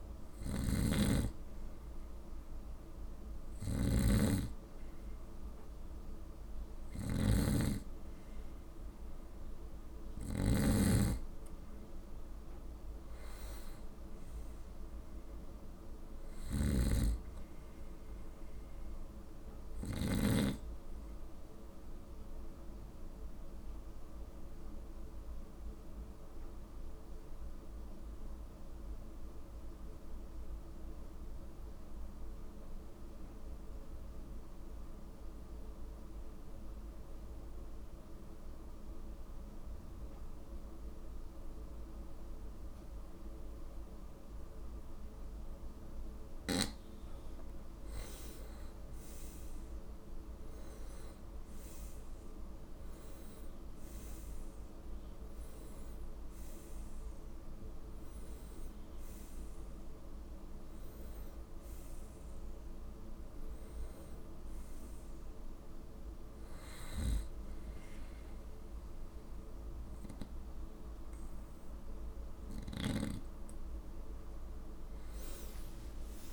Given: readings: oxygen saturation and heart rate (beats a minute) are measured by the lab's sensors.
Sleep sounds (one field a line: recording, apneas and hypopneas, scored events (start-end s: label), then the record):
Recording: breathing in sleep by a room microphone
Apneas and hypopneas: 1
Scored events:
0.50-20.00 s: snoring (device-marked)
17.50-21.00 s: arousal
22.00-46.00 s: obstructive apnea (oxygen 96% before, 92% lowest, heart rate 57 before, 52 extreme, up 6 after)
45.50-61.50 s: oxygen desaturation (device-marked, oxygen 96% before, 93% lowest, heart rate 54 before, 53 extreme)
48.00-51.00 s: arousal
66.50-73.00 s: snoring (device-marked)
From the record:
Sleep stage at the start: N2 (light sleep)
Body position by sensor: on the right side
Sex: male